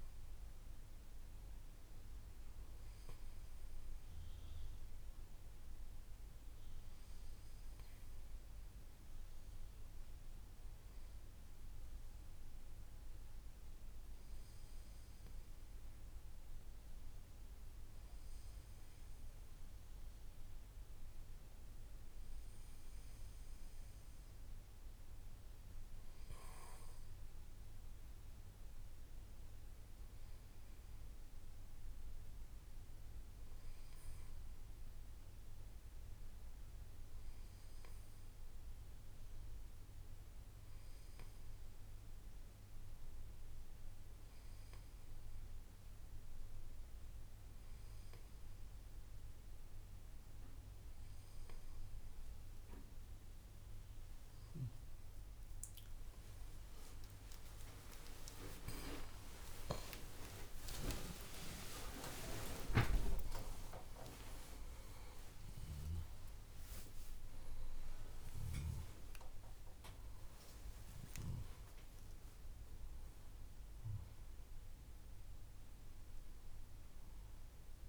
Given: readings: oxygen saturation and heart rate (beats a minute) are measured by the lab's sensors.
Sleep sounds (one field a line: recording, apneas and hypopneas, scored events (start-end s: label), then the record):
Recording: a person partly awake in a sleep study, by a room microphone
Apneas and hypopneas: none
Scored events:
47.50-77.89 s: new sleep stage, awake
70.50-77.50 s: oxygen desaturation (device-marked, oxygen 96% before, 93% lowest, heart rate 92 before, 61 extreme)
From the record:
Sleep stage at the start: N2 (light sleep)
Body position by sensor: on the back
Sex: male